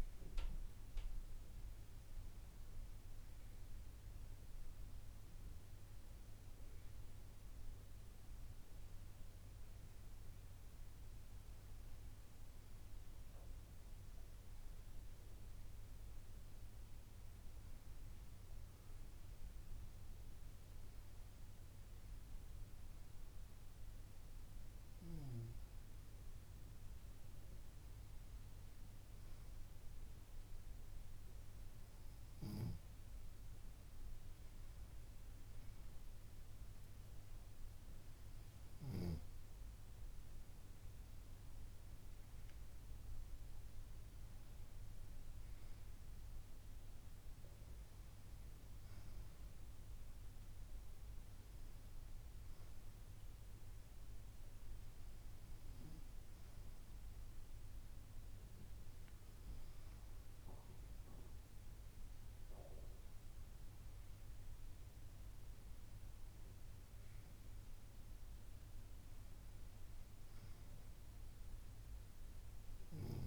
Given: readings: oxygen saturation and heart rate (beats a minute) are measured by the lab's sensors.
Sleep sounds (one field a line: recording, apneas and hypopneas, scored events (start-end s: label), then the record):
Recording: breathing in sleep, hard to hear, by a room microphone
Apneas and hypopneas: none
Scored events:
none scored
From the record:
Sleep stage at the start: N2 (light sleep)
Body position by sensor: on the back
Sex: female